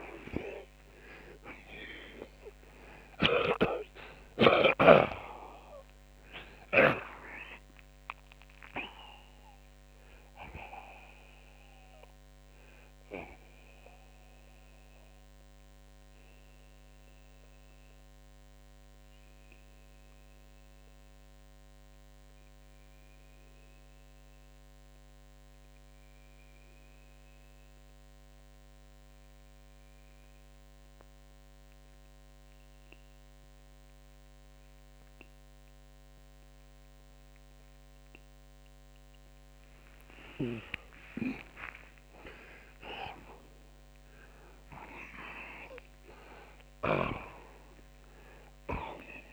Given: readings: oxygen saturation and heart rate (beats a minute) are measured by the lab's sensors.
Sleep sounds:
breathing in sleep by a microphone on the trachea; 1
0.00-1.50 s: arousal
0.00-6.50 s: snoring (device-marked)
1.50-41.50 s: oxygen desaturation (device-marked, oxygen 94% before, 76% lowest)
14.00-39.50 s: obstructive apnea (oxygen 94% before, 76% lowest)
42.00-47.50 s: arousal
From the record:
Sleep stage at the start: N2 (light sleep); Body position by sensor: on the back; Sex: male

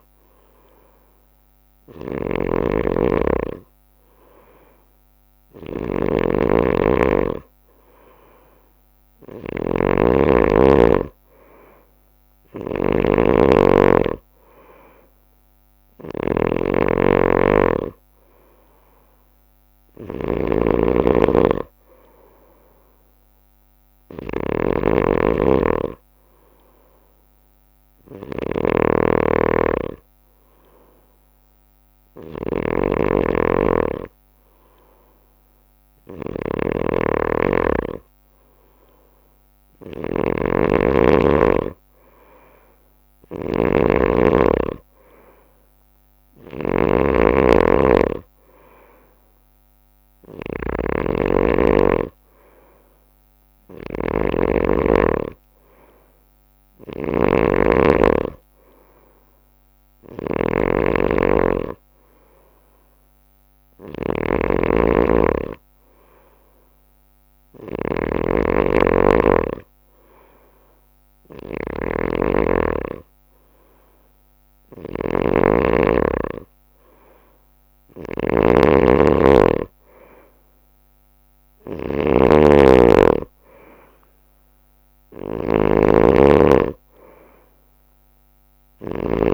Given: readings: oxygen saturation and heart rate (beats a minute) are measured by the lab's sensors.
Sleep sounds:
breathing in sleep by a microphone on the trachea; none
0.00-27.00 s: bradycardia (device-marked, heart rate 52 extreme)
0.00-89.34 s: snoring (device-marked)
28.00-30.00 s: bradycardia (device-marked, heart rate 58 before, 58 extreme)
33.00-70.00 s: bradycardia (device-marked, heart rate 58 before, 54 extreme)
70.00-89.00 s: drop in pulse transit time (device-marked, heart rate 56 before, 57 extreme)
73.00-75.00 s: long interval between heartbeats (device-marked, heart rate 56 before, 67 extreme)
76.00-81.00 s: bradycardia (device-marked, heart rate 58 before, 57 extreme)
85.00-89.34 s: bradycardia (device-marked, heart rate 58 before, 52 extreme)
From the record:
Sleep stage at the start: N2 (light sleep); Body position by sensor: on the right side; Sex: male

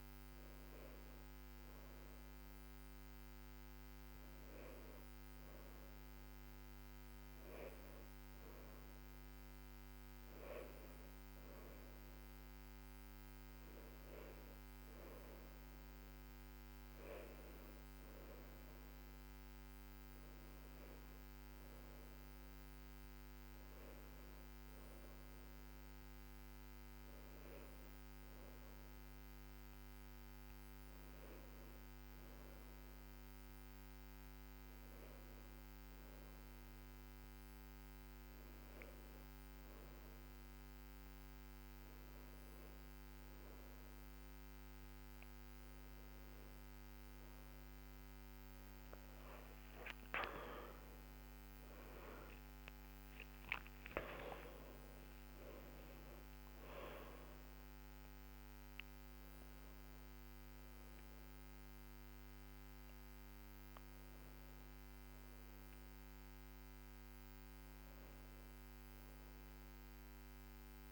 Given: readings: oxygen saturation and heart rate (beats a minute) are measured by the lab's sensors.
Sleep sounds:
breathing in sleep, hard to hear, by a microphone on the trachea; none
50.00-53.50 s: arousal
62.00-70.92 s: new sleep stage, N2 (light sleep)
From the record:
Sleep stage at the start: N1 (lightest sleep); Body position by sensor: on the back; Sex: female

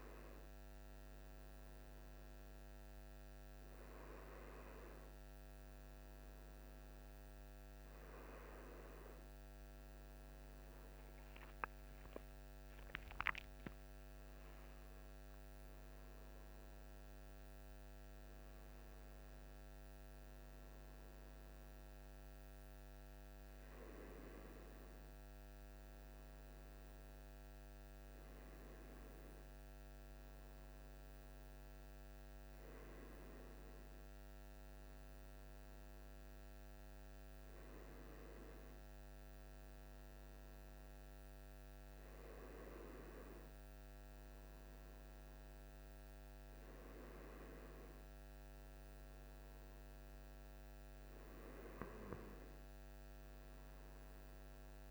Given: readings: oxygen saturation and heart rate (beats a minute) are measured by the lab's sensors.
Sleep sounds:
a person partly awake in a sleep study, hard to hear, by a microphone on the trachea; none
1.50-54.91 s: new sleep stage, N1 (lightest sleep)
From the record:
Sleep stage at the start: awake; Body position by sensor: on the right side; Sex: male

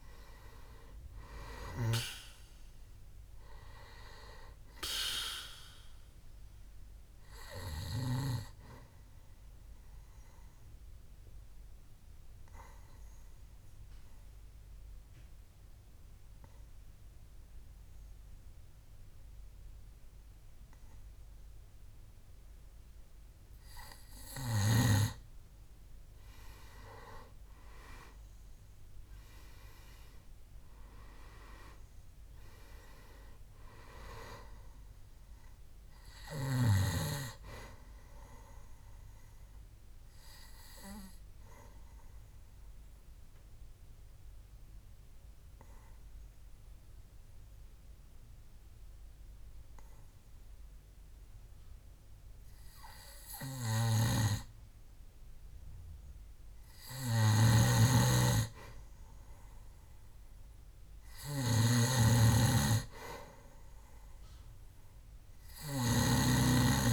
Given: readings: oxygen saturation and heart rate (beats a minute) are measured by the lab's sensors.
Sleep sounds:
breathing in sleep by a room microphone; 2
2.00-22.00 s: oxygen desaturation (device-marked, oxygen 98% before, 94% lowest, heart rate 66 before, 63 extreme)
9.50-25.50 s: obstructive apnea (oxygen 98% before, 92% lowest, heart rate 67 before, 63 extreme, up 6 after)
28.00-31.50 s: arousal
32.00-54.00 s: oxygen desaturation (device-marked, oxygen 98% before, 92% lowest, heart rate 66 before, 64 extreme)
40.00-54.00 s: obstructive apnea (oxygen 98% before, 92% lowest, heart rate 67 before, 65 extreme, up 2 after)
56.50-59.00 s: arousal
57.50-66.93 s: snoring (device-marked)
From the record:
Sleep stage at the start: N2 (light sleep); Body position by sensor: on the back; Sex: male

